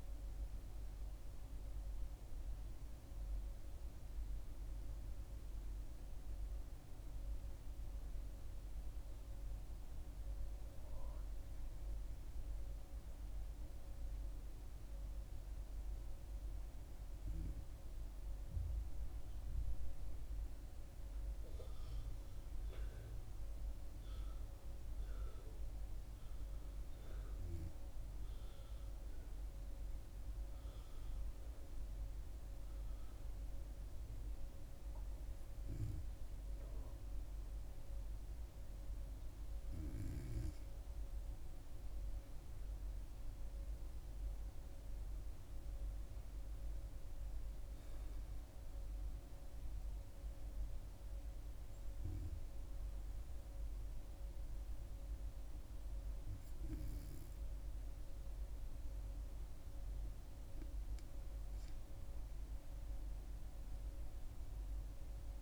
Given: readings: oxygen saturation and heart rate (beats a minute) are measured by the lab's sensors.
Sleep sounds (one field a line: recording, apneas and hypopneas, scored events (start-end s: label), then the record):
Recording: breathing in sleep, hard to hear, by a room microphone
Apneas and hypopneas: none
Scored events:
none scored
From the record:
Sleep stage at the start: N2 (light sleep)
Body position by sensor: on the back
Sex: female